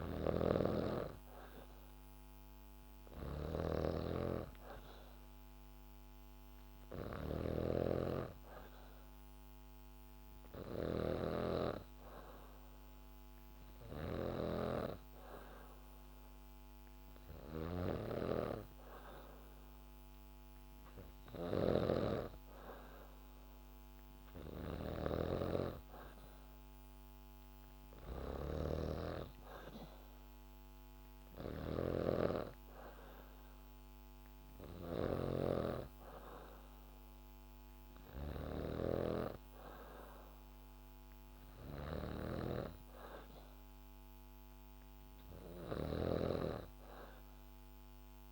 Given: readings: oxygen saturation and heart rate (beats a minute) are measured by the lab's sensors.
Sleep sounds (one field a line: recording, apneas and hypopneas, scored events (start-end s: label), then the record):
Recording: breathing in sleep by a microphone on the trachea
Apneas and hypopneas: none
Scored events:
0.00-48.32 s: snoring (device-marked)
11.00-48.32 s: new sleep stage, N3 (deep sleep)
From the record:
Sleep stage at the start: N2 (light sleep)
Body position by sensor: on the back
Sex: female